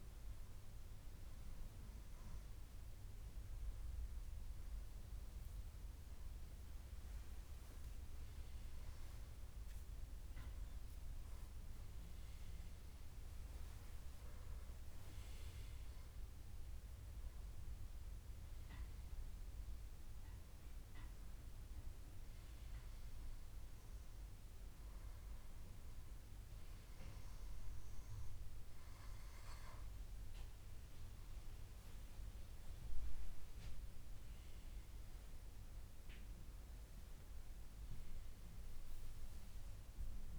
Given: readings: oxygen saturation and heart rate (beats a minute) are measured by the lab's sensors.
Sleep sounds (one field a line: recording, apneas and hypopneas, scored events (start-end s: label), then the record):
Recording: breathing in sleep, hard to hear, by a room microphone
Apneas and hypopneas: none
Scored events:
5.00-7.00 s: long interval between heartbeats (device-marked, heart rate 75 before, 74 extreme)
15.50-18.50 s: arousal
From the record:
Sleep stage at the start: N2 (light sleep)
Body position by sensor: on the back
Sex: male